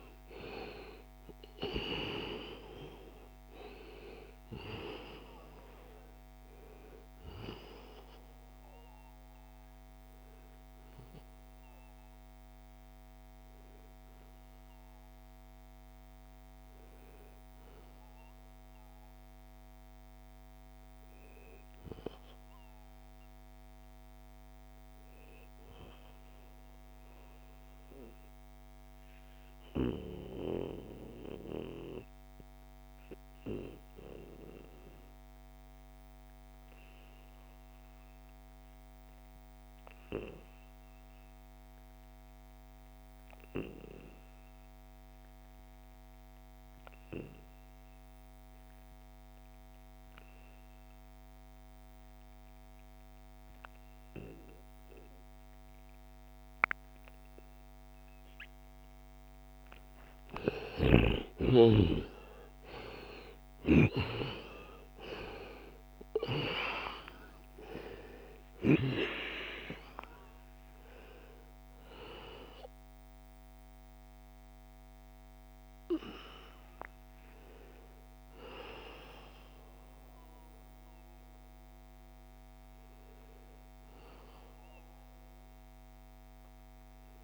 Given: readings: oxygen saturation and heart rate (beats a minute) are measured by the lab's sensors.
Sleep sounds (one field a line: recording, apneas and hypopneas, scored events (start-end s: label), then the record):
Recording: breathing in sleep by a microphone on the trachea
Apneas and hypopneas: 1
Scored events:
0.00-18.50 s: oxygen desaturation (device-marked, oxygen 86% lowest, heart rate 62 extreme)
25.50-58.50 s: obstructive apnea (oxygen 97% before, 89% lowest, heart rate 79 before, 59 extreme, up 16 after)
44.50-73.50 s: oxygen desaturation (device-marked, oxygen 97% before, 89% lowest, heart rate 70 before, 59 extreme)
51.50-56.50 s: bradycardia (device-marked, heart rate 72 before, 59 extreme)
59.50-63.00 s: snoring (device-marked)
61.50-67.00 s: arousal
From the record:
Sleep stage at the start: N2 (light sleep)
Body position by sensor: on the back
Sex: male